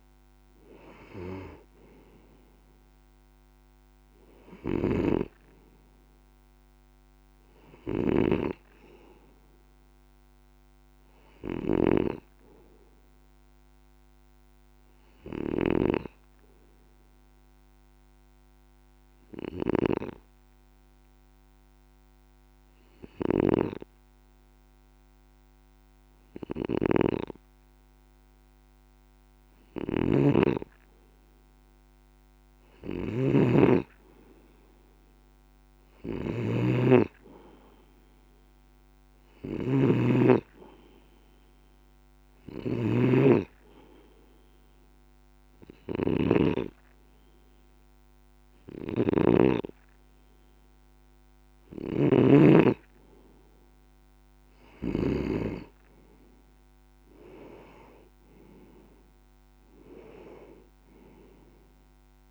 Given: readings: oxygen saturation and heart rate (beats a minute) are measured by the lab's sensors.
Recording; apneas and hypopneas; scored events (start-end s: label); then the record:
breathing in sleep by a microphone on the trachea; 2
4.00-49.00 s: snoring (device-marked)
8.50-11.50 s: arousal
14.50-28.00 s: obstructive apnea (oxygen 95% before, 93% lowest, heart rate 143 before, 115 extreme)
31.50-35.00 s: arousal
41.50-53.00 s: hypopnea (oxygen 96% before, 93% lowest, heart rate 177 before, 137 extreme)
51.00-54.50 s: snoring (device-marked)
57.00-60.50 s: arousal
From the record:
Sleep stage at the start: N2 (light sleep); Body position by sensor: on the left side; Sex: male